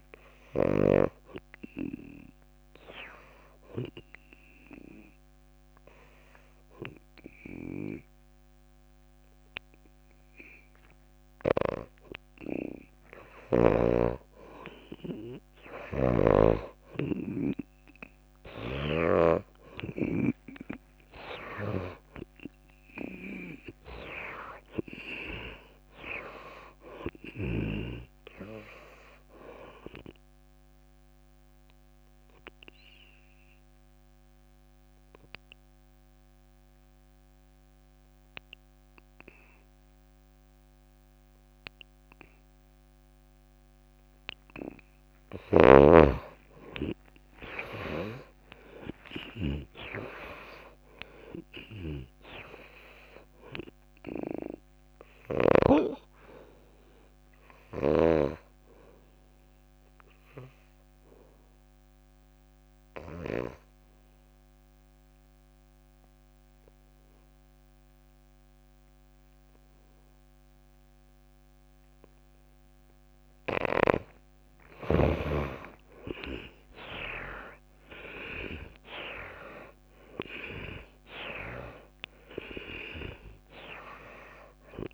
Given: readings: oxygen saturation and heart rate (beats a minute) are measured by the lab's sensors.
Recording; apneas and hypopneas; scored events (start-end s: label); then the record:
breathing in sleep by a microphone on the trachea; 3
0.00-10.00 s: oxygen desaturation (device-marked, oxygen 87% lowest)
0.50-14.00 s: hypopnea (oxygen 97% before, 87% lowest)
16.00-20.00 s: snoring (device-marked)
16.00-20.50 s: arousal
21.00-39.00 s: oxygen desaturation (device-marked, oxygen 95% before, 90% lowest)
31.00-44.50 s: obstructive apnea (oxygen 95% before, 82% lowest)
46.00-50.00 s: arousal
46.00-56.00 s: snoring (device-marked)
58.00-66.00 s: oxygen desaturation (device-marked, oxygen 97% before, 90% lowest)
59.00-74.00 s: obstructive apnea (oxygen 97% before, 82% lowest)
75.50-80.00 s: arousal
77.00-84.93 s: oxygen desaturation (device-marked, oxygen 97% before, 82% lowest)
From the record:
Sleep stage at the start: N2 (light sleep); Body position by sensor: on the back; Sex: female